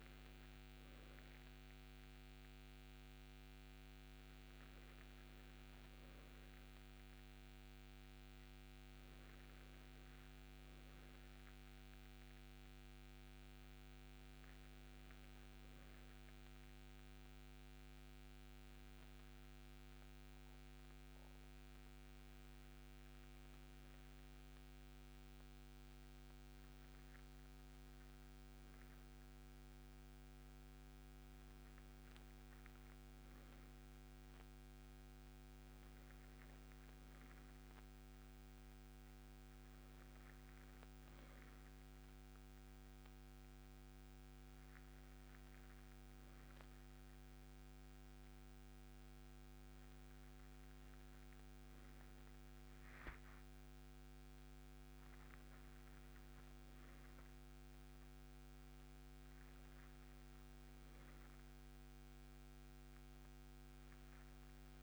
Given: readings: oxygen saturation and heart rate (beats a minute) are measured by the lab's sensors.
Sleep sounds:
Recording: breathing in sleep, hard to hear, by a microphone on the trachea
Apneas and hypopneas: none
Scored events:
none scored
From the record:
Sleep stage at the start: N2 (light sleep)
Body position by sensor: on the right side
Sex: male

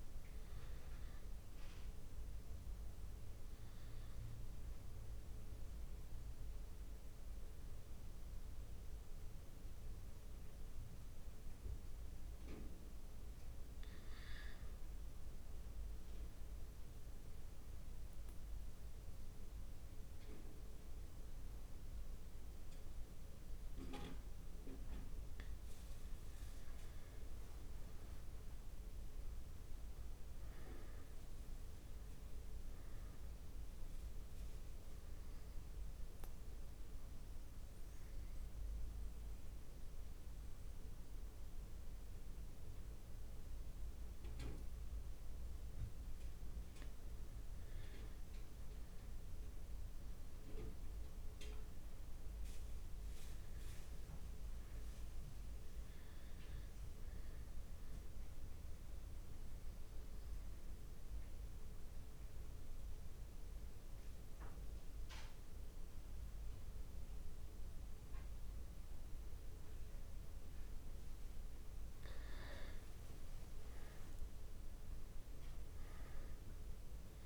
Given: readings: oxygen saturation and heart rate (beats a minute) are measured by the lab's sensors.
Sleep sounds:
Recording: breathing in sleep, hard to hear, by a room microphone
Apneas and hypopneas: 3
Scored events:
0.00-7.00 s: oxygen desaturation (device-marked, oxygen 85% lowest)
6.00-25.50 s: mixed apnea (oxygen 96% before, 94% lowest)
27.50-31.50 s: arousal
33.00-55.00 s: oxygen desaturation (device-marked, oxygen 100% before, 94% lowest)
35.50-48.00 s: central apnea (oxygen 100% before, 93% lowest)
51.00-55.00 s: arousal
59.50-72.50 s: central apnea (oxygen 99% before, 91% lowest)
74.00-77.00 s: arousal
From the record:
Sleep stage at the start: N2 (light sleep)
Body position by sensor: on the back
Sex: male

